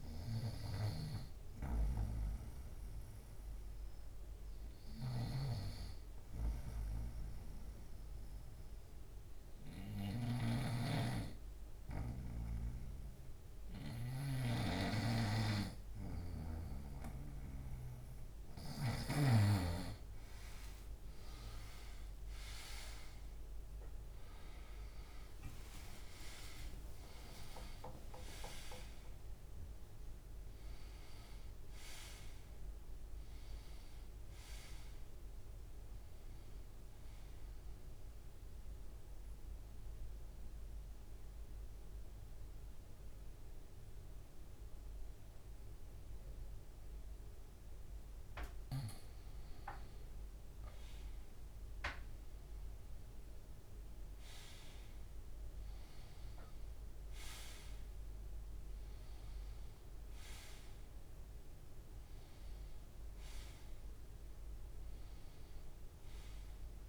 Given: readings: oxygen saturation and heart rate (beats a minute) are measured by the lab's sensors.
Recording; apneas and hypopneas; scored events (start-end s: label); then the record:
breathing in sleep by a room microphone; 2
4.50-18.50 s: snoring (device-marked)
6.00-18.50 s: obstructive apnea (oxygen 97% before, 90% lowest, heart rate 72 before, 71 extreme, up 42 after)
19.00-37.00 s: oxygen desaturation (device-marked, oxygen 95% before, 90% lowest, heart rate 71 before, 70 extreme)
21.00-26.00 s: arousal
37.00-48.00 s: central apnea (oxygen 96% before, 92% lowest, heart rate 88 before, 70 extreme, up 1 after)
50.50-54.50 s: arousal
From the record:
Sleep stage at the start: N2 (light sleep); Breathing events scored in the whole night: 319 in 4.1 hours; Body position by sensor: on the right side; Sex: male